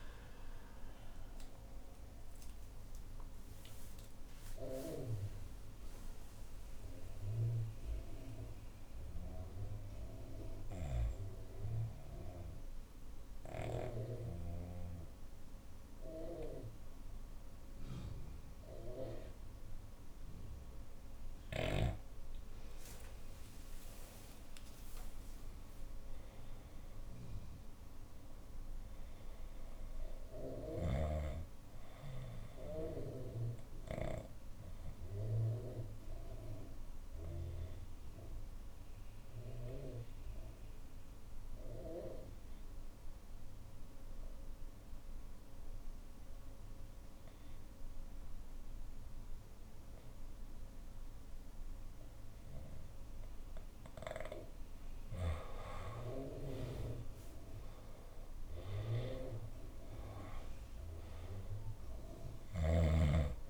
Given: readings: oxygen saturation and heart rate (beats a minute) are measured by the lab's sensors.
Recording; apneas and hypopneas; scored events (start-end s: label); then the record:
breathing in sleep by a room microphone; 2
0.00-5.00 s: oxygen desaturation (device-marked, oxygen 91% lowest, heart rate 59 extreme)
4.00-20.00 s: obstructive apnea (oxygen 98% before, 89% lowest, heart rate 65 before, 54 extreme, up 19 after)
11.00-19.00 s: bradycardia (device-marked, heart rate 66 before, 59 extreme)
23.50-28.00 s: arousal
31.00-41.00 s: oxygen desaturation (device-marked, oxygen 99% before, 93% lowest, heart rate 66 before, 54 extreme)
32.00-45.00 s: bradycardia (device-marked, heart rate 66 before, 54 extreme)
32.50-52.50 s: obstructive apnea (oxygen 99% before, 89% lowest, heart rate 67 before, 54 extreme, up 14 after)
54.00-63.50 s: oxygen desaturation (device-marked, oxygen 98% before, 89% lowest, heart rate 58 before, 55 extreme)
55.50-59.50 s: arousal
From the record:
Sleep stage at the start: N2 (light sleep); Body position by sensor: on the left side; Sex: female